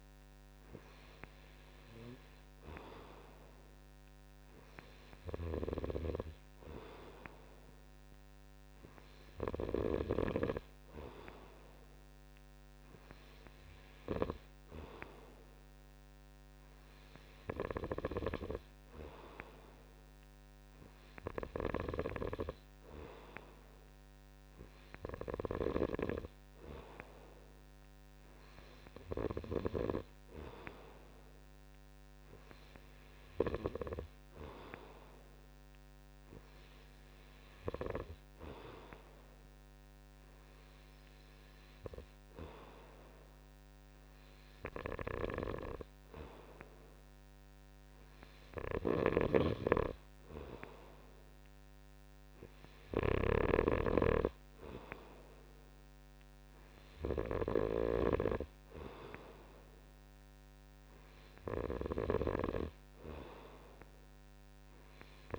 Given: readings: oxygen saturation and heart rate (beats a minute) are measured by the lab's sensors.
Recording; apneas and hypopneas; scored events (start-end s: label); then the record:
breathing in sleep by a microphone on the trachea; none
49.00-65.39 s: snoring (device-marked)
From the record:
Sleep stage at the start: N2 (light sleep); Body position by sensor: on the right side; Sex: male